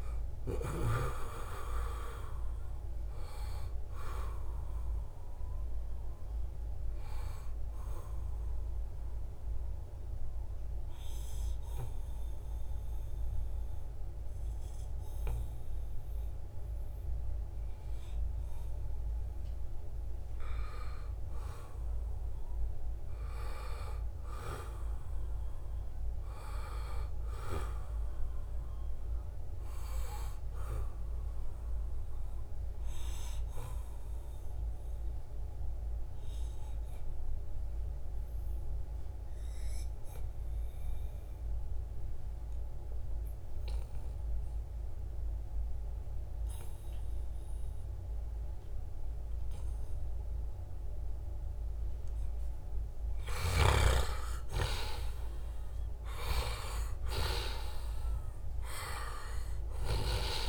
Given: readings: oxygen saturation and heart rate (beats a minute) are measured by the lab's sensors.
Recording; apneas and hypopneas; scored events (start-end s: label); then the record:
breathing in sleep by a room microphone; 2
0.00-23.00 s: oxygen desaturation (device-marked, oxygen 87% lowest, heart rate 73 extreme)
8.00-19.00 s: obstructive apnea (oxygen 97% before, 87% lowest, heart rate 76 before, 75 extreme, up 3 after)
22.50-26.50 s: arousal
32.50-51.50 s: obstructive apnea (oxygen 98% before, 88% lowest, heart rate 77 before, 72 extreme, up 2 after)
53.50-58.00 s: arousal
54.00-60.49 s: oxygen desaturation (device-marked, oxygen 97% before, 91% lowest, heart rate 76 before, 71 extreme)
From the record:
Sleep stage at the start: N2 (light sleep); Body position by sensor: on the back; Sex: male